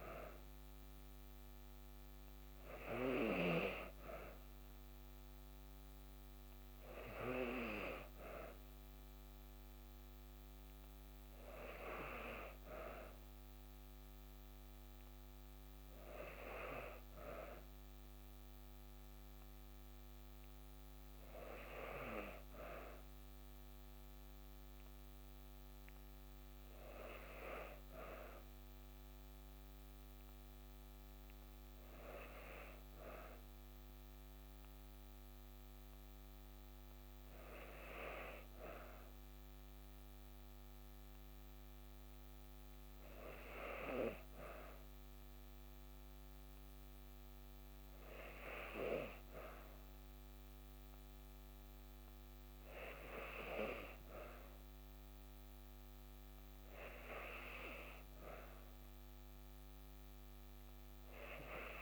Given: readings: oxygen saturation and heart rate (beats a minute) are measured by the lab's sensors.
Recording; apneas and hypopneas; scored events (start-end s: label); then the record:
breathing in sleep by a microphone on the trachea; none
none scored
From the record:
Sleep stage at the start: N2 (light sleep); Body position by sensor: on the back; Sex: female